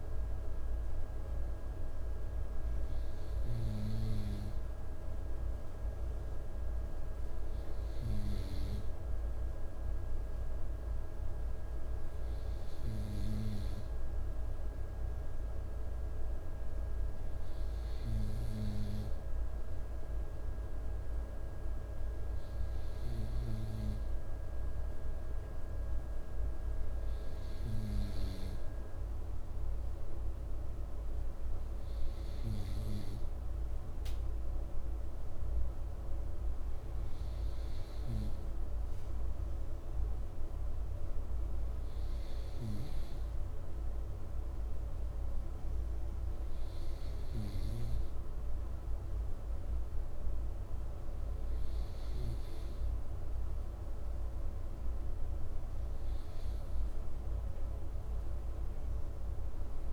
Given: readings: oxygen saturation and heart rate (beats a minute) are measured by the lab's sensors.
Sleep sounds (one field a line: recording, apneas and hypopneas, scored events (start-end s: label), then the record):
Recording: breathing in sleep by a room microphone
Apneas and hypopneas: none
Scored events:
none scored
From the record:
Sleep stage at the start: N2 (light sleep)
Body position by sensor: on the right side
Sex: male